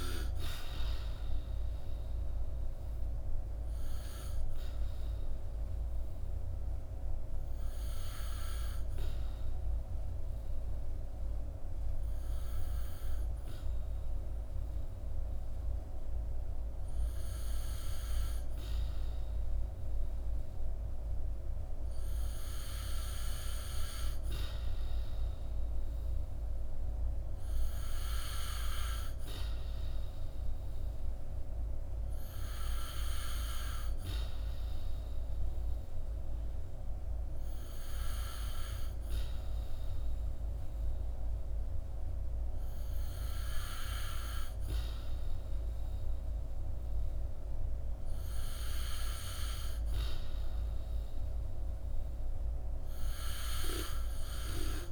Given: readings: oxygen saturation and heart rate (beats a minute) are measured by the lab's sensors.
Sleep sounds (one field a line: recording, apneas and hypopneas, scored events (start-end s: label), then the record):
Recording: breathing in sleep by a room microphone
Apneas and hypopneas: none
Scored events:
none scored
From the record:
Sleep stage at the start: N2 (light sleep)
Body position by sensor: on the back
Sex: male